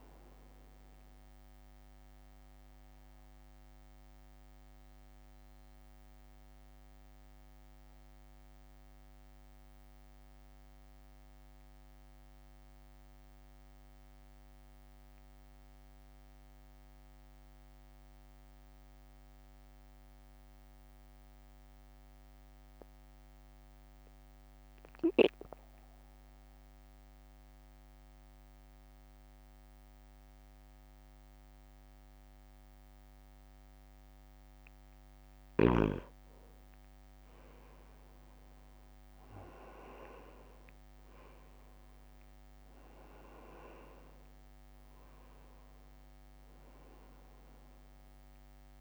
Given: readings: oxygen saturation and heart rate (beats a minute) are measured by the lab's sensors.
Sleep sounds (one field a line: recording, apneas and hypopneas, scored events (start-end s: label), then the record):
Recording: breathing in sleep by a microphone on the trachea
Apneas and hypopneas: 1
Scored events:
0.00-17.50 s: oxygen desaturation (device-marked, oxygen 91% lowest, heart rate 56 extreme)
1.50-35.50 s: mixed apnea (oxygen 98% before, 88% lowest, heart rate 63 before, 56 extreme, up 8 after)
32.50-48.81 s: oxygen desaturation (device-marked, oxygen 97% before, 89% lowest, heart rate 62 before, 56 extreme)
39.50-44.00 s: arousal
42.50-48.81 s: drop in pulse transit time (device-marked, heart rate 61 before, 57 extreme)
From the record:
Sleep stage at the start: N2 (light sleep)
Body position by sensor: on the right side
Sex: male